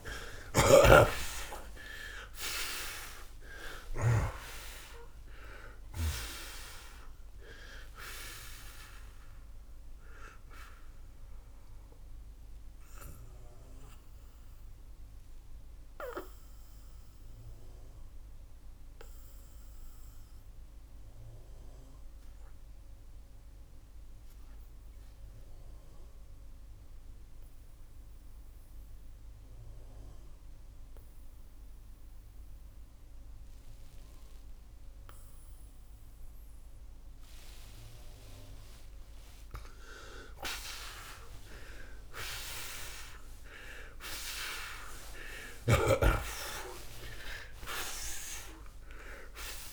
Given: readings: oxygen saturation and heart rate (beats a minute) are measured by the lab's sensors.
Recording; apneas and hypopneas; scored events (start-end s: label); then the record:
breathing in sleep by a room microphone; 1
0.00-4.00 s: snoring (device-marked)
0.00-20.50 s: oxygen desaturation (device-marked, oxygen 86% lowest, heart rate 64 extreme)
9.50-39.00 s: mixed apnea (oxygen 93% before, 77% lowest, heart rate 126 before, 64 extreme)
25.50-40.50 s: oxygen desaturation (device-marked, oxygen 87% before, 77% lowest, heart rate 87 before, 64 extreme)
40.50-45.00 s: arousal
From the record:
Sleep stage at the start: N2 (light sleep); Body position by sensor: on the back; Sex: male